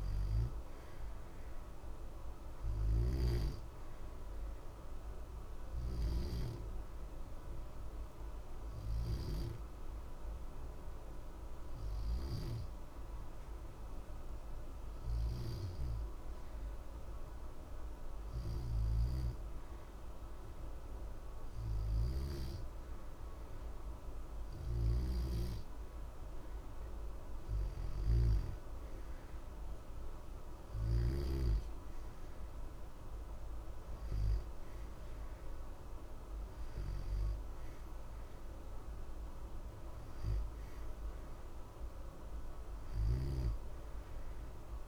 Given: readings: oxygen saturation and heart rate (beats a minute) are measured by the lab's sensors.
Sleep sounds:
breathing in sleep by a room microphone; 1
0.50-20.50 s: oxygen desaturation (device-marked, oxygen 92% before, 88% lowest, heart rate 60 before, 60 extreme)
3.50-18.50 s: obstructive apnea (oxygen 92% before, 88% lowest, heart rate 60 before, 60 extreme, up 0 after)
22.00-25.50 s: arousal
From the record:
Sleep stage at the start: N2 (light sleep); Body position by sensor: on the back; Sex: male

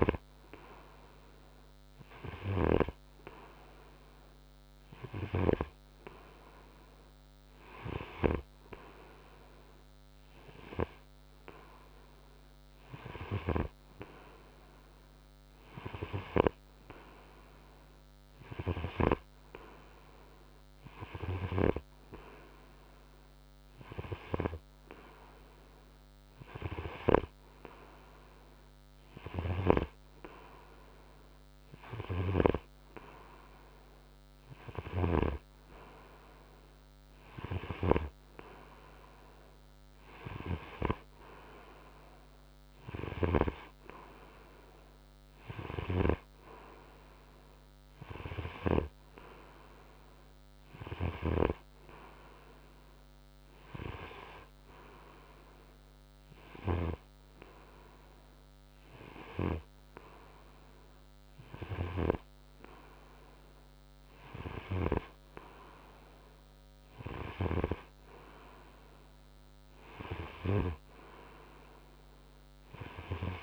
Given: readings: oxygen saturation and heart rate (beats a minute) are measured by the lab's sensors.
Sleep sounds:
breathing in sleep by a microphone on the trachea; none
10.00-73.43 s: new sleep stage, N3 (deep sleep)
From the record:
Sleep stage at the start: N2 (light sleep); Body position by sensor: on the front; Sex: male

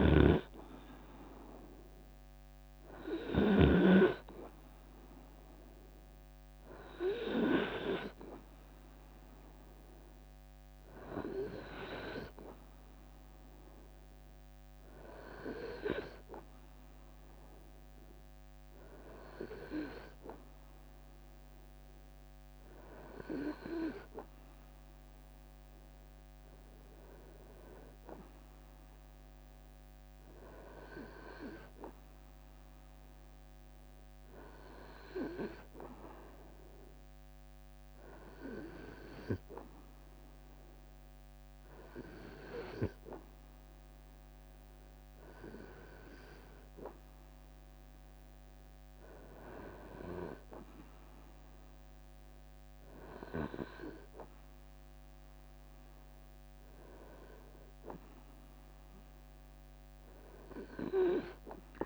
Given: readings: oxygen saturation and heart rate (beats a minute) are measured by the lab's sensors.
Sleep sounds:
breathing in sleep by a microphone on the trachea; none
0.00-3.00 s: snoring (device-marked)
38.00-40.00 s: long interval between heartbeats (device-marked, heart rate 76 before, 72 extreme)
49.50-58.50 s: drop in pulse transit time (device-marked, heart rate 73 before, 66 extreme)
58.50-61.86 s: arousal
From the record:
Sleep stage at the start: REM sleep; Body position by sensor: on the right side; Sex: male

